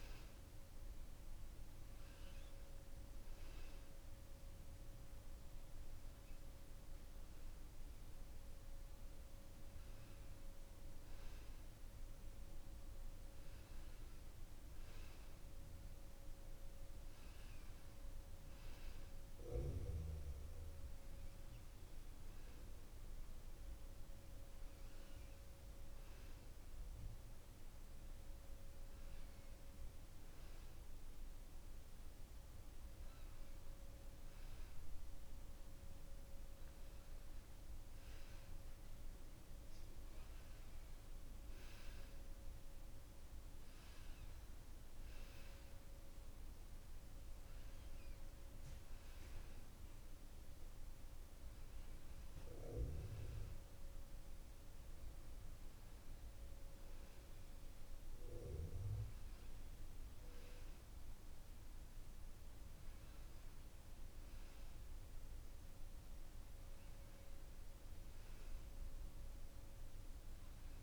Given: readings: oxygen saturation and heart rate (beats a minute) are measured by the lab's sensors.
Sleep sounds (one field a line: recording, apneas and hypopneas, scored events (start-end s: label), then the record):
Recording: breathing in sleep, hard to hear, by a room microphone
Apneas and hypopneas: none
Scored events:
none scored
From the record:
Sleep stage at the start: N2 (light sleep)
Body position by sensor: on the back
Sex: male